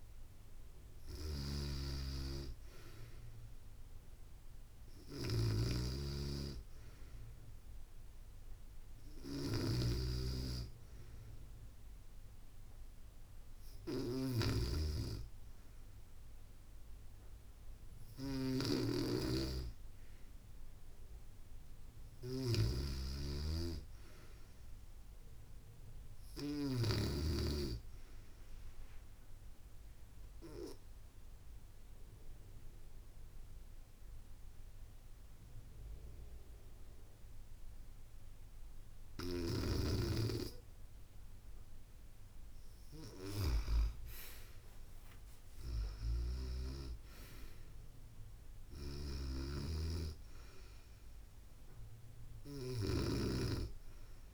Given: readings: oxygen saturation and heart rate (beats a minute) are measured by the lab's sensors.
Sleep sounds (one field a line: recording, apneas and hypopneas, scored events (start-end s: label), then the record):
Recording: breathing in sleep by a room microphone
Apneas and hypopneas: 1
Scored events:
0.50-26.00 s: snoring (device-marked)
28.00-38.00 s: obstructive apnea (oxygen 96% before, 92% lowest, heart rate 72 before, 67 extreme, up 1 after)
41.50-46.00 s: arousal
48.00-54.34 s: snoring (device-marked)
From the record:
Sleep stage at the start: REM sleep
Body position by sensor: on the back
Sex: female